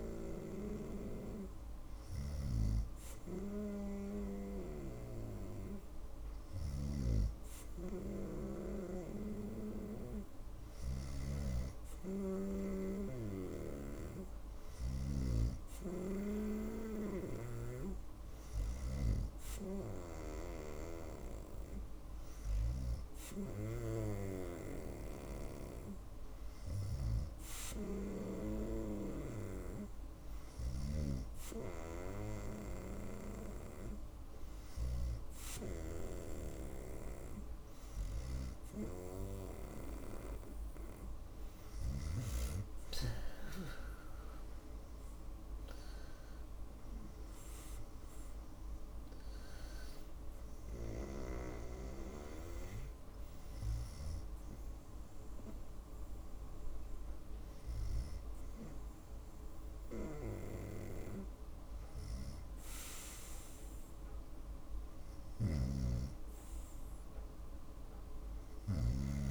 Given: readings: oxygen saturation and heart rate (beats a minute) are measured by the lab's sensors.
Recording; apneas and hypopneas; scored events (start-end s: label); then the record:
breathing in sleep by a room microphone; none
43.00-47.00 s: arousal
64.50-68.50 s: snoring (device-marked)
From the record:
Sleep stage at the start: N2 (light sleep); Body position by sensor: on the right side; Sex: female